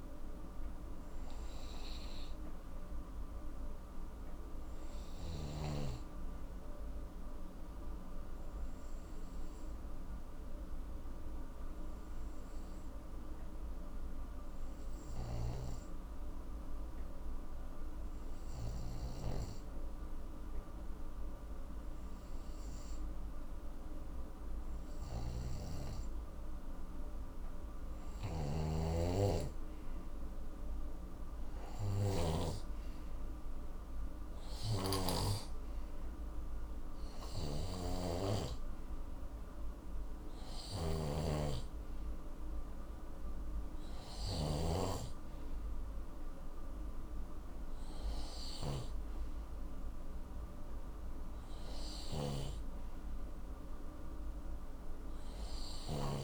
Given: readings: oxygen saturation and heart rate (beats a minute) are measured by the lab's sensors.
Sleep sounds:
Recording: breathing in sleep by a room microphone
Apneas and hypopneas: 1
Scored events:
0.00-1.00 s: oxygen desaturation (device-marked, oxygen 91% lowest, heart rate 53 extreme)
1.50-4.50 s: arousal
6.00-26.50 s: hypopnea (oxygen 95% before, 90% lowest, heart rate 63 before, 53 extreme, up 14 after)
15.00-19.00 s: snoring (device-marked)
25.00-35.00 s: snoring (device-marked)
29.00-33.00 s: arousal
33.00-54.00 s: oxygen desaturation (device-marked, oxygen 95% before, 90% lowest, heart rate 62 before, 48 extreme)
37.00-44.50 s: snoring (device-marked)
From the record:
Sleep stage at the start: N2 (light sleep)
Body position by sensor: on the right side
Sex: male

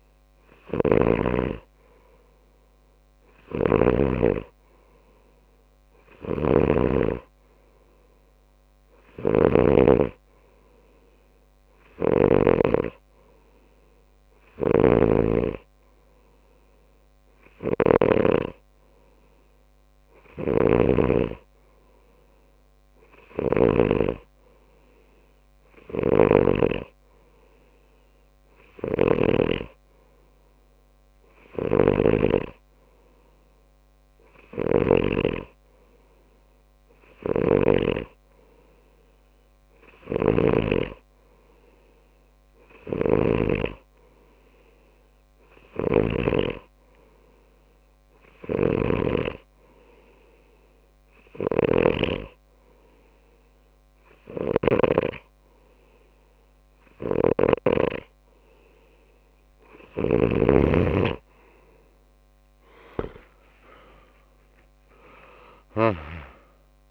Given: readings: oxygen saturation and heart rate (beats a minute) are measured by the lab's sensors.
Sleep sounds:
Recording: breathing in sleep by a microphone on the trachea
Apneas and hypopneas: 1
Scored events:
0.00-1.50 s: snoring (device-marked)
3.50-13.00 s: snoring (device-marked)
15.00-18.50 s: snoring (device-marked)
20.50-24.00 s: snoring (device-marked)
26.00-35.50 s: snoring (device-marked)
29.50-60.00 s: hypopnea (oxygen 94% before, 92% lowest)
37.50-41.00 s: snoring (device-marked)
43.00-46.50 s: snoring (device-marked)
48.50-58.00 s: snoring (device-marked)
60.00-66.50 s: snoring (device-marked)
64.00-66.91 s: arousal
From the record:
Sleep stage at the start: N2 (light sleep)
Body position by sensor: on the left side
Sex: male

